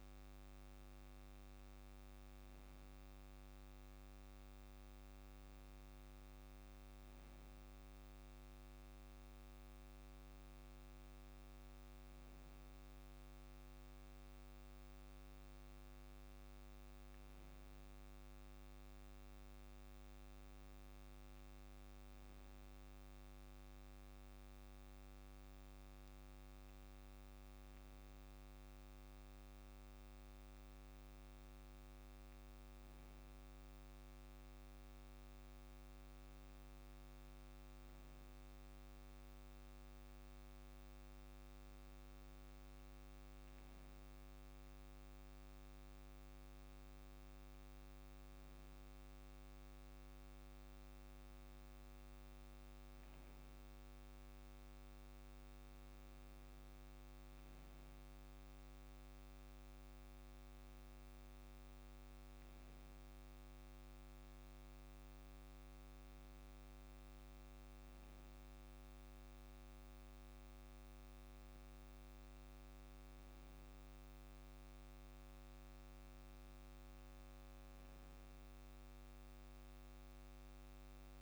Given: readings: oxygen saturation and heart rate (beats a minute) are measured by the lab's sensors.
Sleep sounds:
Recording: breathing in sleep, hard to hear, by a microphone on the trachea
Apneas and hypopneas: none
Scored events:
21.00-23.00 s: long interval between heartbeats (device-marked, heart rate 57 before, 56 extreme)
31.50-33.50 s: long interval between heartbeats (device-marked, heart rate 53 before, 55 extreme)
56.00-58.00 s: long interval between heartbeats (device-marked, heart rate 50 before, 55 extreme)
70.00-72.00 s: long interval between heartbeats (device-marked, heart rate 50 before, 56 extreme)
From the record:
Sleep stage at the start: N2 (light sleep)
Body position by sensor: on the back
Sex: male

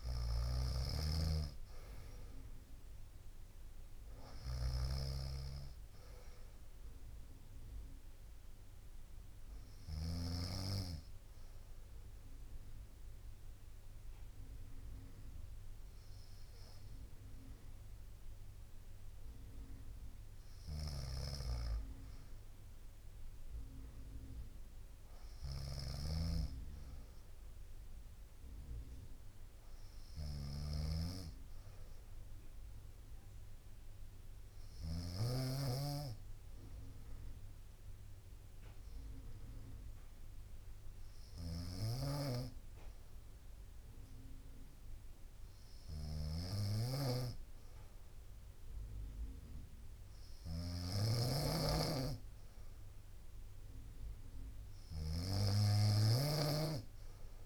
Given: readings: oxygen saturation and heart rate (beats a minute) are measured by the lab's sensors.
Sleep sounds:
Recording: breathing in sleep by a room microphone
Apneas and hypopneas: 2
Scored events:
0.00-7.00 s: oxygen desaturation (device-marked, oxygen 90% lowest, heart rate 58 extreme)
0.00-10.00 s: snoring (device-marked)
4.00-17.00 s: bradycardia (device-marked, heart rate 63 before, 58 extreme)
8.50-19.50 s: obstructive apnea (oxygen 95% before, 91% lowest, heart rate 61 before, 58 extreme, up 4 after)
20.00-34.50 s: snoring (device-marked)
22.00-26.00 s: arousal
28.00-35.00 s: bradycardia (device-marked, heart rate 63 before, 58 extreme)
32.50-50.50 s: hypopnea (oxygen 96% before, 91% lowest, heart rate 60 before, 58 extreme, up 4 after)
39.00-47.00 s: bradycardia (device-marked, heart rate 63 before, 58 extreme)
41.00-57.46 s: snoring (device-marked)
49.00-57.46 s: drop in pulse transit time (device-marked, heart rate 59 before, 59 extreme)
53.50-57.46 s: arousal
From the record:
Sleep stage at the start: N2 (light sleep)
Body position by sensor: on the right side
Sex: female

